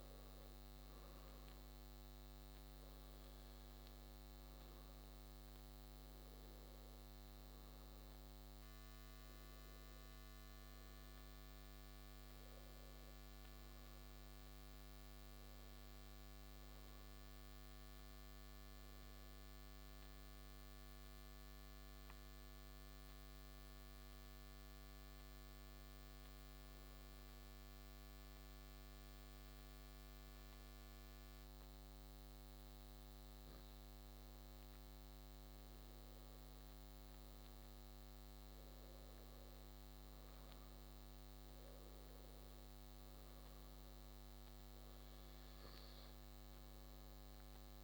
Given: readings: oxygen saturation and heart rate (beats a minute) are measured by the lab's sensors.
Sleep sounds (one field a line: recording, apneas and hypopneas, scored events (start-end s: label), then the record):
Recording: breathing in sleep, hard to hear, by a microphone on the trachea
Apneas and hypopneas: 1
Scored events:
21.00-34.00 s: obstructive apnea (oxygen 97% before, 94% lowest)
36.00-40.00 s: arousal
From the record:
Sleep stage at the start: N2 (light sleep)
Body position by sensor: on the back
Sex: male